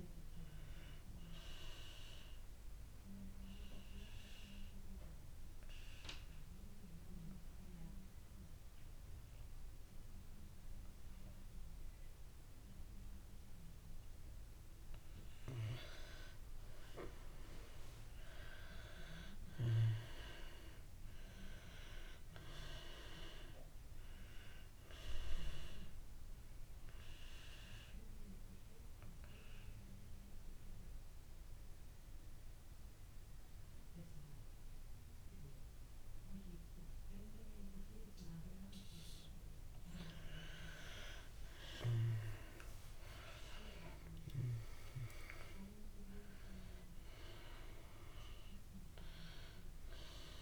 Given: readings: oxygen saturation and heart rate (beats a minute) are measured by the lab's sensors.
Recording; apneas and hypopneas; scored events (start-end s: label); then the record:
breathing in sleep by a room microphone; 2
0.00-18.50 s: oxygen desaturation (device-marked, oxygen 87% lowest)
2.50-15.50 s: obstructive apnea (oxygen 98% before, 83% lowest)
19.00-22.50 s: arousal
23.50-42.50 s: oxygen desaturation (device-marked, oxygen 94% before, 83% lowest)
27.00-41.00 s: obstructive apnea (oxygen 94% before, 83% lowest)
43.50-47.00 s: arousal
From the record:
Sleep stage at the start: N2 (light sleep); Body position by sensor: on the back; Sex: female